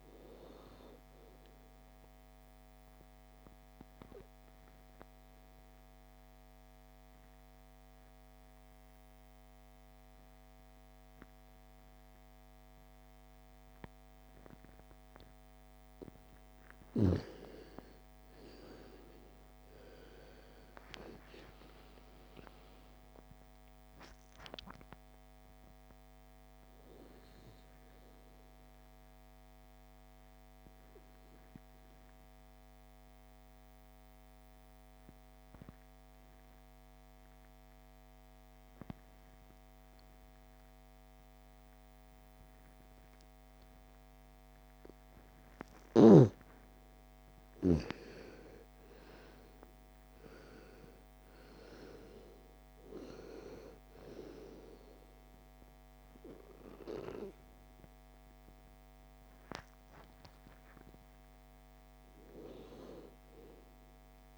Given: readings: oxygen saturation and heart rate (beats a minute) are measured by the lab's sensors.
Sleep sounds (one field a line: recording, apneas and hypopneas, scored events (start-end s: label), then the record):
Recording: breathing in sleep by a microphone on the trachea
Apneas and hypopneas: 2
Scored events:
0.00-16.50 s: oxygen desaturation (device-marked, oxygen 87% lowest)
2.50-16.00 s: obstructive apnea (oxygen 97% before, 86% lowest)
19.00-25.00 s: arousal
26.50-45.50 s: oxygen desaturation (device-marked, oxygen 98% before, 89% lowest, heart rate 62 before, 38 extreme)
30.50-45.00 s: obstructive apnea (oxygen 98% before, 86% lowest, heart rate 74 before, 38 extreme)
47.00-51.50 s: arousal
52.50-64.38 s: oxygen desaturation (device-marked, oxygen 97% before, 86% lowest, heart rate 71 before, 33 extreme)
From the record:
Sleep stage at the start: N2 (light sleep)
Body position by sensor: on the back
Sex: female